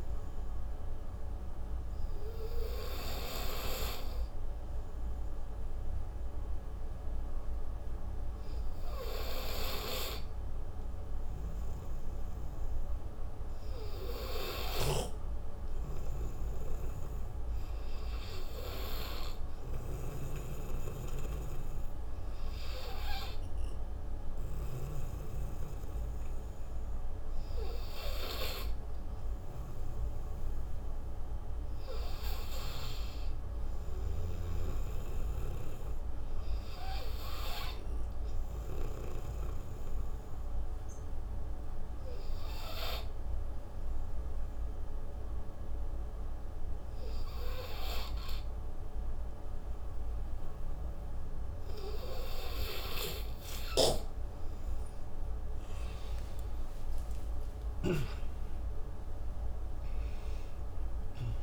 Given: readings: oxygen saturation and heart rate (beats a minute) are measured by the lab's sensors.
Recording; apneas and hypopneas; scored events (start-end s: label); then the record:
breathing in sleep by a room microphone; 2
0.00-10.50 s: oxygen desaturation (device-marked, oxygen 91% lowest)
1.50-15.00 s: obstructive apnea (oxygen 96% before, 88% lowest)
17.00-20.00 s: arousal
22.50-32.50 s: oxygen desaturation (device-marked, oxygen 97% before, 91% lowest)
40.00-55.00 s: obstructive apnea (oxygen 97% before, 88% lowest)
54.50-61.43 s: oxygen desaturation (device-marked, oxygen 96% before, 88% lowest)
56.00-60.50 s: arousal
From the record:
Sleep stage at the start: N2 (light sleep); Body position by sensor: on the right side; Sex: male